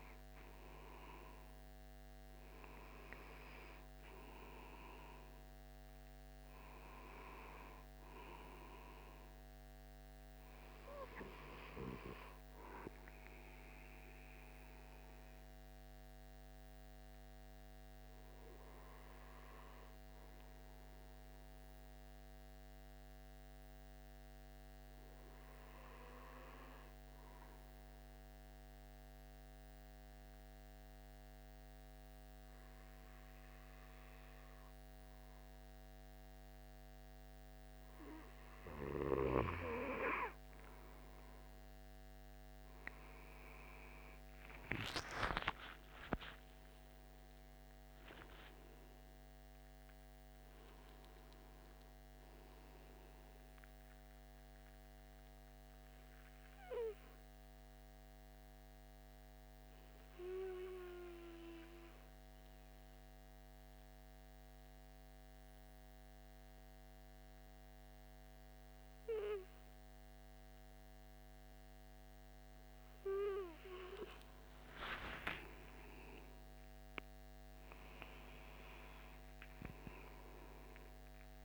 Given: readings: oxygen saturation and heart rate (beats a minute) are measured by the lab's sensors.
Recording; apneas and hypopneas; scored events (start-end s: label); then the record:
breathing in sleep by a microphone on the trachea; 2
0.00-24.50 s: oxygen desaturation (device-marked, oxygen 92% lowest, heart rate 73 extreme)
21.00-37.50 s: hypopnea (oxygen 96% before, 91% lowest, heart rate 83 before, 77 extreme, up 22 after)
42.50-47.00 s: arousal
46.50-61.50 s: oxygen desaturation (device-marked, oxygen 95% before, 91% lowest, heart rate 82 before, 70 extreme)
54.50-72.00 s: hypopnea (oxygen 96% before, 91% lowest, heart rate 86 before, 70 extreme, up 37 after)
74.00-76.50 s: arousal
From the record:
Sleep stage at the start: N2 (light sleep); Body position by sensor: on the right side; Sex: male